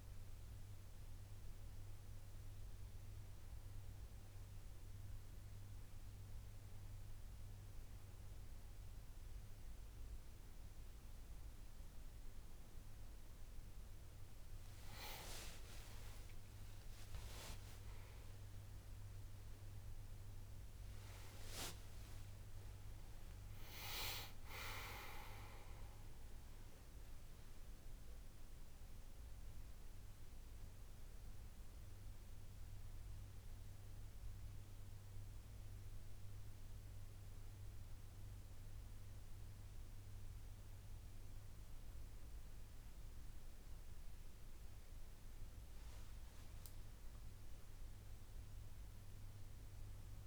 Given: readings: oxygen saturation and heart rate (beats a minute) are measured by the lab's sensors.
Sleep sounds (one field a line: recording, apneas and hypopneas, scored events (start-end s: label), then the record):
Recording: breathing in sleep by a room microphone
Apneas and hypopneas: none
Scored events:
15.00-18.00 s: arousal
From the record:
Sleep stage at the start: N2 (light sleep)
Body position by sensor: on the back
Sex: male